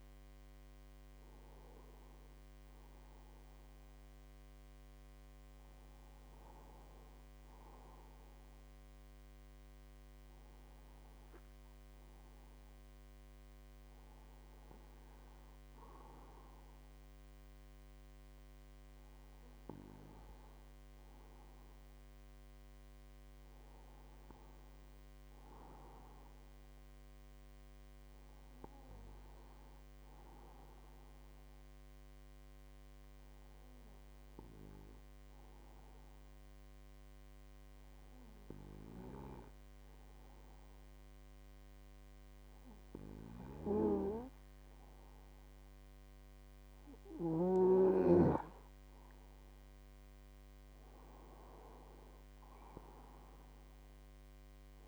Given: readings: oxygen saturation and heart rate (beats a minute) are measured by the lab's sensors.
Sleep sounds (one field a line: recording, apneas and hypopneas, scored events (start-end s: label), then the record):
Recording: breathing in sleep by a microphone on the trachea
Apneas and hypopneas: 1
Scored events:
31.00-47.00 s: hypopnea (oxygen 96% before, 95% lowest, heart rate 53 before, 52 extreme, up 3 after)
49.00-52.50 s: arousal
From the record:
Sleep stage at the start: N2 (light sleep)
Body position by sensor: on the right side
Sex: male